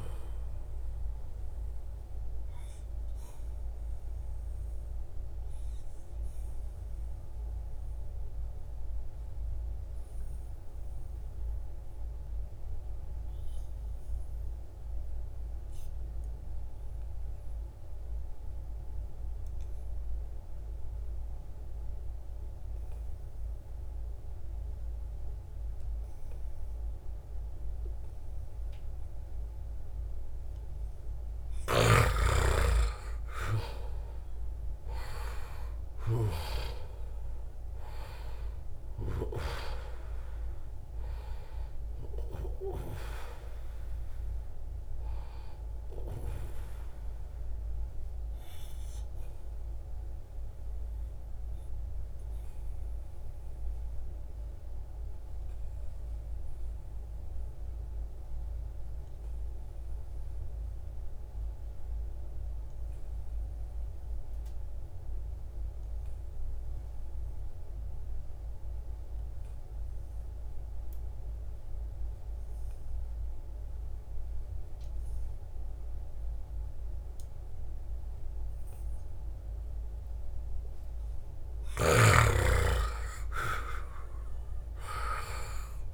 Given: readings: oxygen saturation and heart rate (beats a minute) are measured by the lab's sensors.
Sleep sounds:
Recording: breathing in sleep by a room microphone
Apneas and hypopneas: 2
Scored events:
0.00-13.00 s: oxygen desaturation (device-marked, oxygen 88% lowest, heart rate 70 extreme)
2.00-30.00 s: obstructive apnea (oxygen 97% before, 88% lowest, heart rate 78 before, 72 extreme, up 11 after)
31.00-56.00 s: oxygen desaturation (device-marked, oxygen 97% before, 89% lowest, heart rate 73 before, 67 extreme)
32.00-36.00 s: arousal
48.00-81.00 s: obstructive apnea (oxygen 97% before, 86% lowest, heart rate 80 before, 67 extreme, up 6 after)
74.00-85.93 s: oxygen desaturation (device-marked, oxygen 97% before, 86% lowest, heart rate 73 before, 67 extreme)
82.50-85.93 s: arousal
From the record:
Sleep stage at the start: N2 (light sleep)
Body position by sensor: on the back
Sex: male

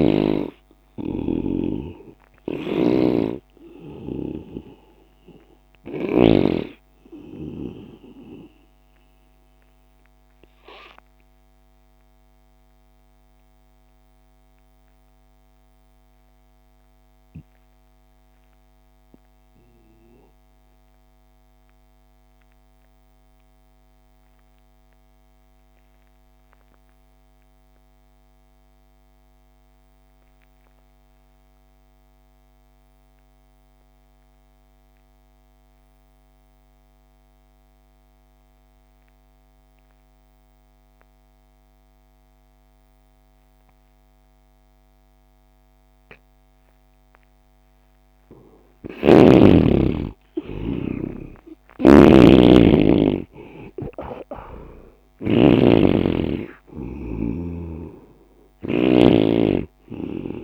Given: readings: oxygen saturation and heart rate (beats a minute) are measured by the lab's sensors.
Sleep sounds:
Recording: breathing in sleep by a microphone on the trachea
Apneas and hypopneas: 1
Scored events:
0.00-24.00 s: oxygen desaturation (device-marked, oxygen 79% lowest)
2.50-6.50 s: snoring (device-marked)
11.50-48.00 s: mixed apnea (oxygen 99% before, 78% lowest)
40.00-60.44 s: oxygen desaturation (device-marked, oxygen 98% before, 78% lowest)
49.00-52.50 s: arousal
51.50-55.50 s: snoring (device-marked)
From the record:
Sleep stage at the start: N2 (light sleep)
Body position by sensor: on the right side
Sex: male

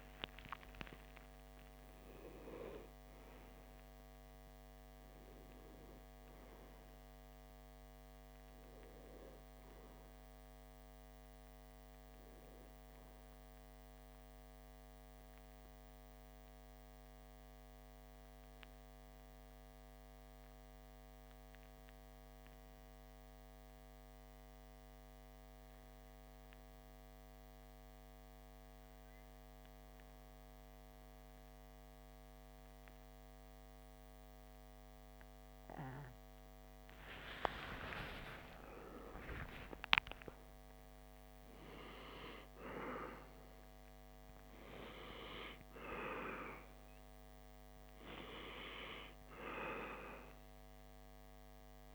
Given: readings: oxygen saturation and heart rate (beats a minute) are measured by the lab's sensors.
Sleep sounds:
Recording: breathing in sleep by a microphone on the trachea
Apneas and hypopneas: 1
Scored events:
0.00-1.50 s: arousal
23.00-36.50 s: obstructive apnea (oxygen 97% before, 94% lowest, heart rate 60 before, 59 extreme, up 4 after)
37.00-41.00 s: arousal
From the record:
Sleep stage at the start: N2 (light sleep)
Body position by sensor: on the back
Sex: male

